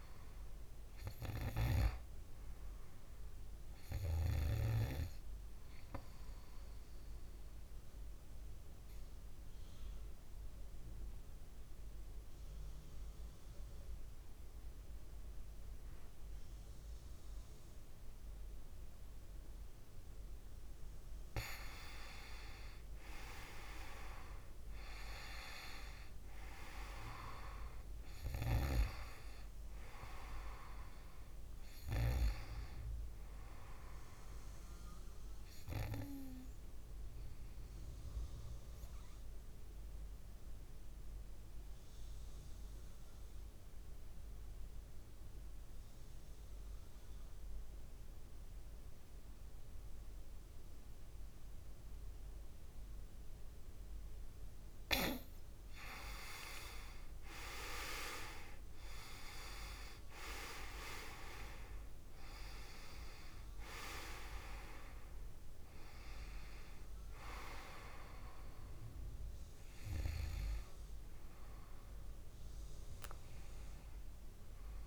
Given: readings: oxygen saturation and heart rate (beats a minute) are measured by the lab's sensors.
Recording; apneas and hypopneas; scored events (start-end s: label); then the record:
breathing in sleep by a room microphone; 2
0.00-9.00 s: oxygen desaturation (device-marked, oxygen 91% lowest, heart rate 60 extreme)
5.00-21.00 s: obstructive apnea (oxygen 97% before, 91% lowest, heart rate 64 before, 59 extreme, up 4 after)
22.50-25.50 s: arousal
35.50-54.50 s: obstructive apnea (oxygen 97% before, 91% lowest, heart rate 63 before, 55 extreme, up 3 after)
50.00-74.87 s: oxygen desaturation (device-marked, oxygen 98% before, 91% lowest, heart rate 61 before, 55 extreme)
58.00-63.00 s: arousal
From the record:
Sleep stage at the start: N2 (light sleep); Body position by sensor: on the back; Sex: male